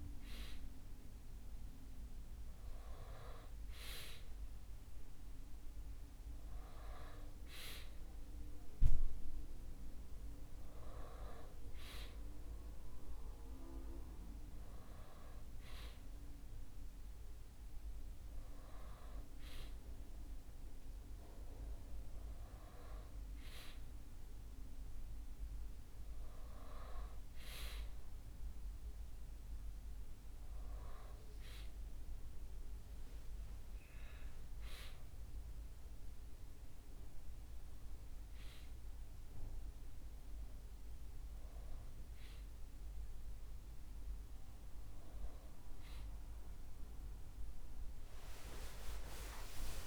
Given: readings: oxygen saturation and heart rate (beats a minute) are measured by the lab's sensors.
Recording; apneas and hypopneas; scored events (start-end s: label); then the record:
a person awake in a sleep study, by a room microphone; none
none scored
From the record:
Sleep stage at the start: awake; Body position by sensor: on the back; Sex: male